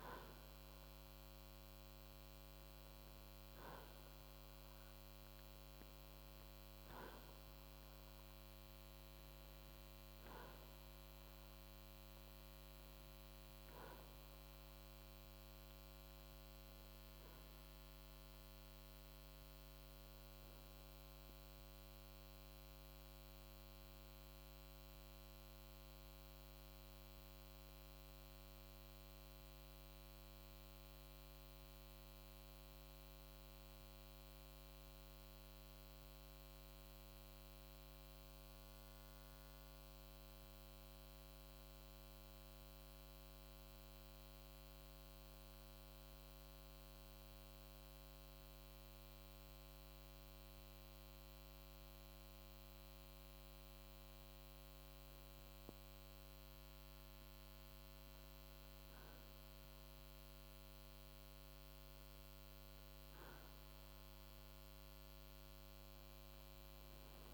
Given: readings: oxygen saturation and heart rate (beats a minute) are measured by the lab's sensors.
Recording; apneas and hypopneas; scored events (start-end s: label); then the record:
breathing in sleep, hard to hear, by a microphone on the trachea; 1
31.00-50.00 s: mixed apnea (oxygen 92% before, 89% lowest, heart rate 55 before, 51 extreme, up 0 after)
52.50-56.50 s: arousal
60.00-67.34 s: oxygen desaturation (device-marked, oxygen 95% before, 89% lowest, heart rate 52 before, 54 extreme)
From the record:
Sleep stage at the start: N2 (light sleep); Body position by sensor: on the right side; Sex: male